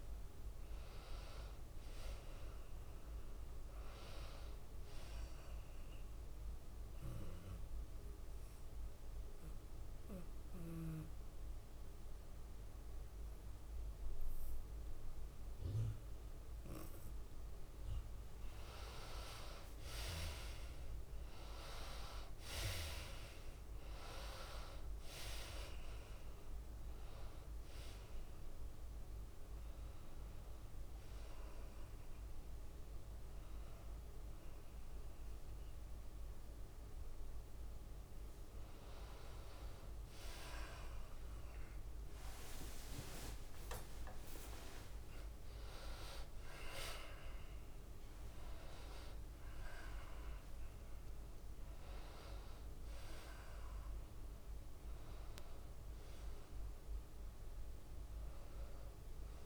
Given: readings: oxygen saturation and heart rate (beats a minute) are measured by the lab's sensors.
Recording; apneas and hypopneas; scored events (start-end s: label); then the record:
breathing in sleep by a room microphone; 1
0.00-2.00 s: arousal
0.00-2.00 s: long interval between heartbeats (device-marked, heart rate 128 before, 120 extreme)
0.00-15.50 s: oxygen desaturation (device-marked, oxygen 90% lowest, heart rate 108 extreme)
0.00-59.46 s: tachycardia (device-marked, heart rate 187 extreme)
4.50-6.50 s: long interval between heartbeats (device-marked, heart rate 132 before, 138 extreme)
7.00-18.00 s: obstructive apnea (oxygen 96% before, 85% lowest, heart rate 135 before, 105 extreme)
8.50-10.50 s: long interval between heartbeats (device-marked, heart rate 136 before, 120 extreme)
16.00-18.00 s: long interval between heartbeats (device-marked, heart rate 126 before, 128 extreme)
19.50-23.00 s: arousal
20.50-22.50 s: long interval between heartbeats (device-marked, heart rate 131 before, 175 extreme)
23.50-38.50 s: oxygen desaturation (device-marked, oxygen 92% before, 85% lowest, heart rate 137 before, 103 extreme)
26.00-28.00 s: long interval between heartbeats (device-marked, heart rate 138 before, 131 extreme)
28.50-30.50 s: long interval between heartbeats (device-marked, heart rate 139 before, 133 extreme)
31.00-33.00 s: long interval between heartbeats (device-marked, heart rate 140 before, 148 extreme)
40.00-42.00 s: long interval between heartbeats (device-marked, heart rate 144 before, 105 extreme)
42.00-44.00 s: long interval between heartbeats (device-marked, heart rate 137 before, 121 extreme)
44.00-46.00 s: long interval between heartbeats (device-marked, heart rate 133 before, 140 extreme)
44.50-59.46 s: new sleep stage, N1 (lightest sleep)
46.00-48.00 s: long interval between heartbeats (device-marked, heart rate 132 before, 168 extreme)
47.50-57.50 s: oxygen desaturation (device-marked, oxygen 95% before, 91% lowest, heart rate 136 before, 103 extreme)
48.50-50.50 s: long interval between heartbeats (device-marked, heart rate 138 before, 166 extreme)
51.50-53.50 s: long interval between heartbeats (device-marked, heart rate 142 before, 149 extreme)
From the record:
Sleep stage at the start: N2 (light sleep); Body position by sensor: on the left side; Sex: female